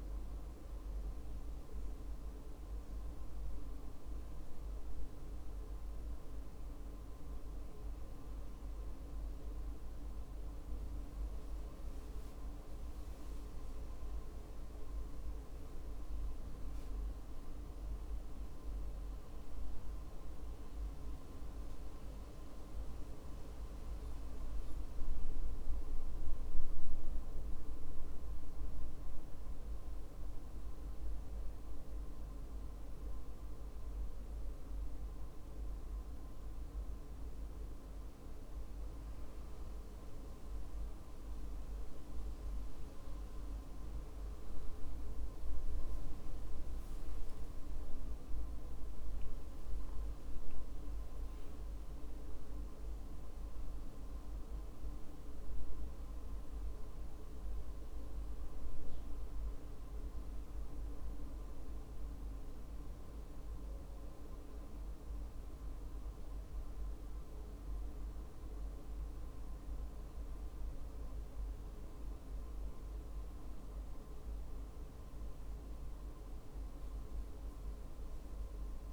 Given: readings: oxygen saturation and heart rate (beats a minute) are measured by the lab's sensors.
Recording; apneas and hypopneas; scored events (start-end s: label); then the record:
breathing in sleep, hard to hear, by a room microphone; 2
2.00-13.00 s: hypopnea (oxygen 96% before, 94% lowest, heart rate 61 before, 53 extreme, up 16 after)
11.00-78.93 s: new sleep stage, N2 (light sleep)
16.00-20.00 s: arousal
38.50-49.50 s: hypopnea (oxygen 96% before, 94% lowest, heart rate 58 before, 54 extreme, up 12 after)
50.50-54.00 s: arousal
From the record:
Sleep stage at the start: N1 (lightest sleep); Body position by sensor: on the back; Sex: male